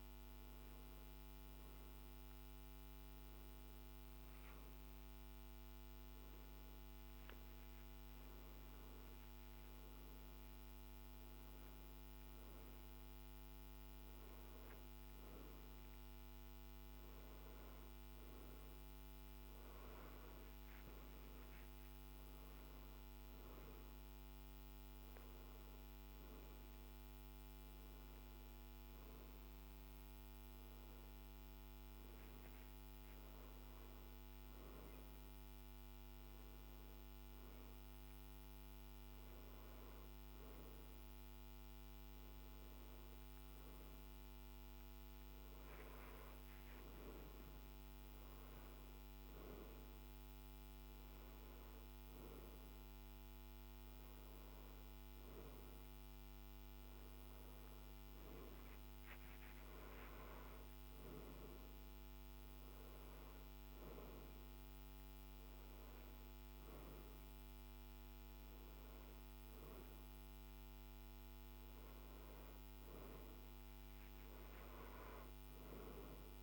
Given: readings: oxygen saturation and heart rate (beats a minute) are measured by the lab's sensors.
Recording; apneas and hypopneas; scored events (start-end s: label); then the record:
breathing in sleep, hard to hear, by a microphone on the trachea; none
none scored
From the record:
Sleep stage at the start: N2 (light sleep); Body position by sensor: on the back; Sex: male